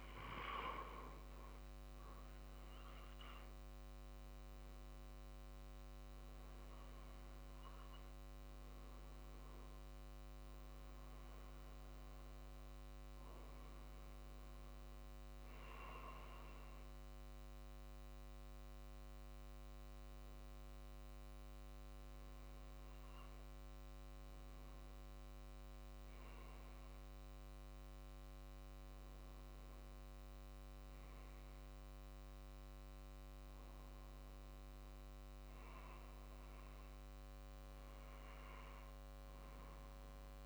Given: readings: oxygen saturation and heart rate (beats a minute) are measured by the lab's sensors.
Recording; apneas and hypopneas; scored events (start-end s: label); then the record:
breathing in sleep, hard to hear, by a microphone on the trachea; none
0.00-15.00 s: drop in pulse transit time (device-marked, heart rate 47 before, 48 extreme)
35.50-39.00 s: arousal
39.00-40.46 s: oxygen desaturation (device-marked, oxygen 95% before, 91% lowest, heart rate 47 before, 46 extreme)
From the record:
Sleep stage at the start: N2 (light sleep); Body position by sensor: on the back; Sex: male